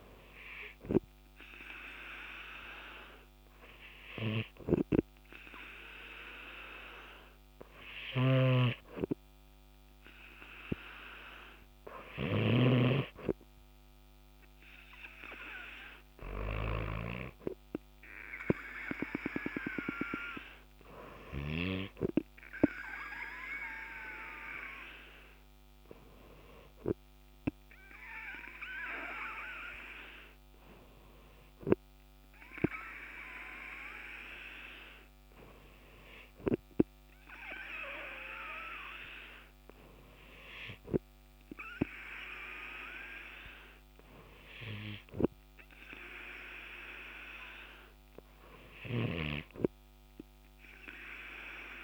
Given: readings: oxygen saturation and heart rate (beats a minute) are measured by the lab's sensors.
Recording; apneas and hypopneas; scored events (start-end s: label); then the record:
breathing in sleep by a microphone on the trachea; none
8.50-13.00 s: snoring (device-marked)
From the record:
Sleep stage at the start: N2 (light sleep); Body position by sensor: on the back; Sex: male